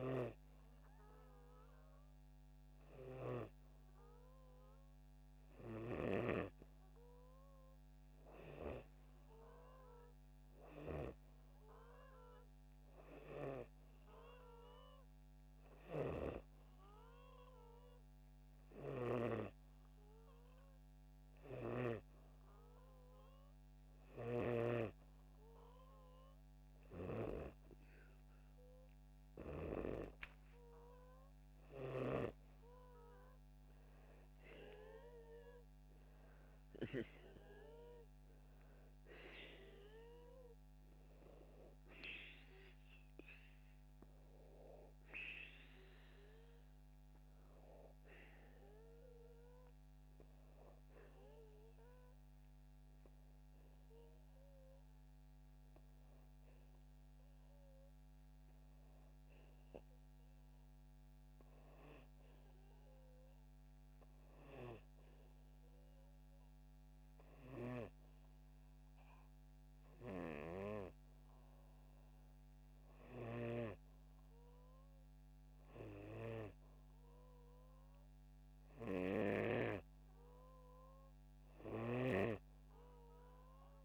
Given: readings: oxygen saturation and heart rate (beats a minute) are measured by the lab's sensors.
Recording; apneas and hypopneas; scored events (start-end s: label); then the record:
breathing in sleep by a microphone on the trachea; 1
0.00-14.00 s: oxygen desaturation (device-marked, oxygen 97% before, 93% lowest, heart rate 78 before, 77 extreme)
48.50-64.50 s: hypopnea (oxygen 95% before, 94% lowest, heart rate 85 before, 74 extreme, up 1 after)
65.00-68.00 s: arousal
From the record:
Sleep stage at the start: N2 (light sleep); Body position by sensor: upright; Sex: male